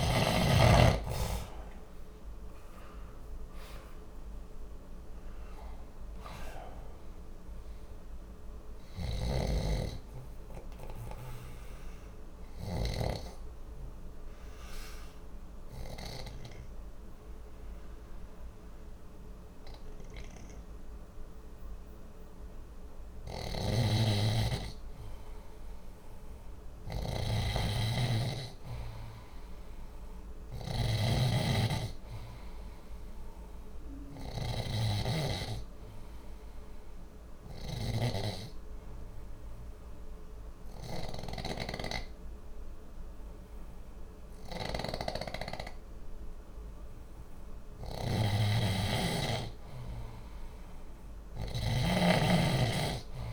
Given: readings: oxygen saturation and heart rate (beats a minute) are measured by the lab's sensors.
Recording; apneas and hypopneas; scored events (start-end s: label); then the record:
breathing in sleep by a room microphone; 2
0.00-17.00 s: oxygen desaturation (device-marked, oxygen 92% lowest, heart rate 59 extreme)
0.50-4.50 s: arousal
8.50-12.50 s: snoring (device-marked)
10.50-23.50 s: obstructive apnea (oxygen 95% before, 92% lowest, heart rate 60 before, 59 extreme, up 1 after)
23.00-53.33 s: snoring (device-marked)
27.00-30.50 s: arousal
36.50-47.00 s: obstructive apnea (oxygen 97% before, 92% lowest, heart rate 60 before, 60 extreme, up 0 after)
48.50-52.00 s: arousal
From the record:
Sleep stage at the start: N2 (light sleep); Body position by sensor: on the left side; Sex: male